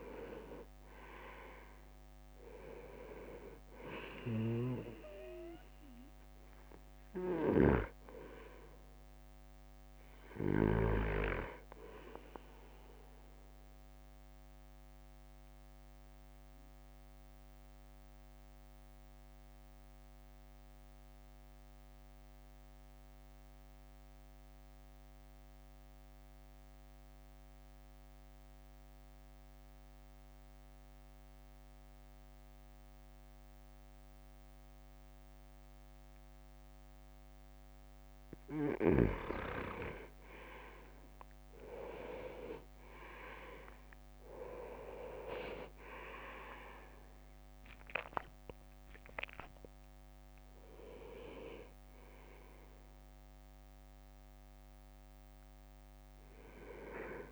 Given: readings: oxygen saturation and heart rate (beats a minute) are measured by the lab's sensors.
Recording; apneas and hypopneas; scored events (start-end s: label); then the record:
breathing in sleep by a microphone on the trachea; 1
0.00-2.50 s: arousal
0.00-12.00 s: drop in pulse transit time (device-marked, heart rate 54 before, 52 extreme)
4.50-11.00 s: snoring (device-marked)
14.00-38.00 s: obstructive apnea (oxygen 98% before, 95% lowest, heart rate 55 before, 51 extreme, up 8 after)
42.00-47.00 s: arousal
45.00-57.32 s: drop in pulse transit time (device-marked, heart rate 54 before, 55 extreme)
45.00-57.32 s: oxygen desaturation (device-marked, oxygen 98% before, 95% lowest, heart rate 54 before, 52 extreme)
From the record:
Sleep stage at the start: N2 (light sleep); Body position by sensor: on the right side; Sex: male